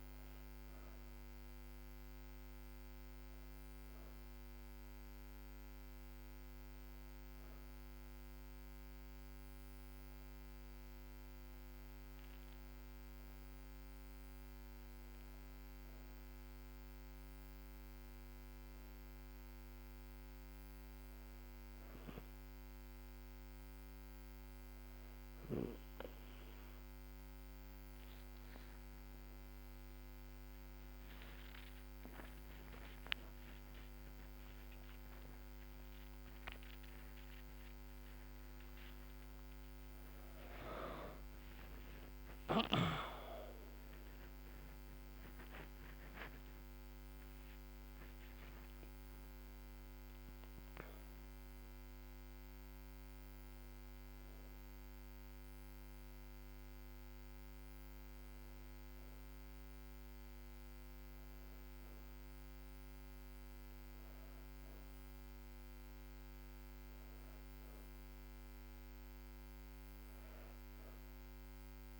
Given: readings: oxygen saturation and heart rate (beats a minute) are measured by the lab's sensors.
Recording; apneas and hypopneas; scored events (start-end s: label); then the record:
breathing in sleep, hard to hear, by a microphone on the trachea; 1
0.50-11.50 s: hypopnea (oxygen 96% before, 95% lowest, heart rate 79 before, 76 extreme, up 3 after)
27.50-33.50 s: arousal
40.00-70.00 s: new sleep stage, N1 (lightest sleep)
70.00-72.00 s: new sleep stage, N2 (light sleep)
From the record:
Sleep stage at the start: N2 (light sleep); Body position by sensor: on the back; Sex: female